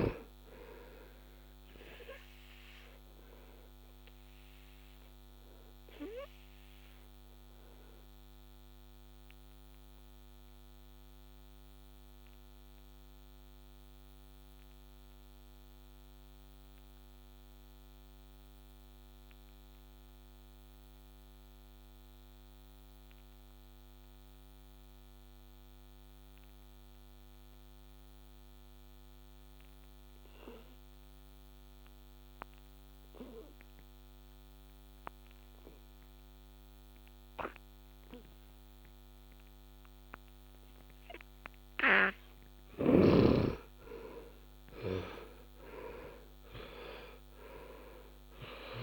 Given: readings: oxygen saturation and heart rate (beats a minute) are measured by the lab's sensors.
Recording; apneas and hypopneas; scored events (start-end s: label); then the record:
breathing in sleep by a microphone on the trachea; 1
0.00-21.00 s: oxygen desaturation (device-marked, oxygen 78% lowest, heart rate 63 extreme)
3.50-40.00 s: obstructive apnea (oxygen 100% before, 70% lowest, heart rate 67 before, 63 extreme, up 10 after)
23.00-48.83 s: oxygen desaturation (device-marked, oxygen 97% before, 70% lowest, heart rate 67 before, 66 extreme)
43.50-47.50 s: arousal
From the record:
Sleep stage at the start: N2 (light sleep); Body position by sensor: on the back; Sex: male